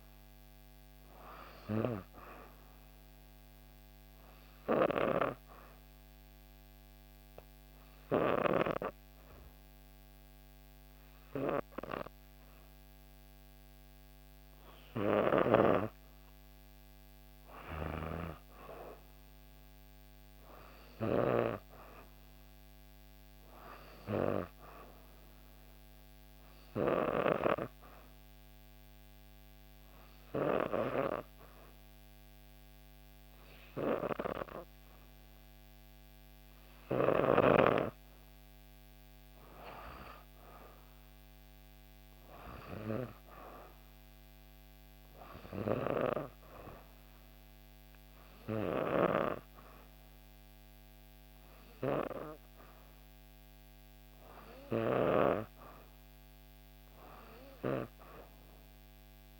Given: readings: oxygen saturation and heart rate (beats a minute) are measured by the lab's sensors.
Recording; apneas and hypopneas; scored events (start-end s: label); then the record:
breathing in sleep by a microphone on the trachea; 2
3.50-14.00 s: obstructive apnea (oxygen 95% before, 93% lowest, heart rate 65 before, 63 extreme, up 2 after)
17.00-21.50 s: arousal
28.00-38.50 s: obstructive apnea (oxygen 96% before, 90% lowest, heart rate 64 before, 63 extreme, up 2 after)
40.00-44.50 s: arousal
From the record:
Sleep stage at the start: N2 (light sleep); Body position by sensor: on the back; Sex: female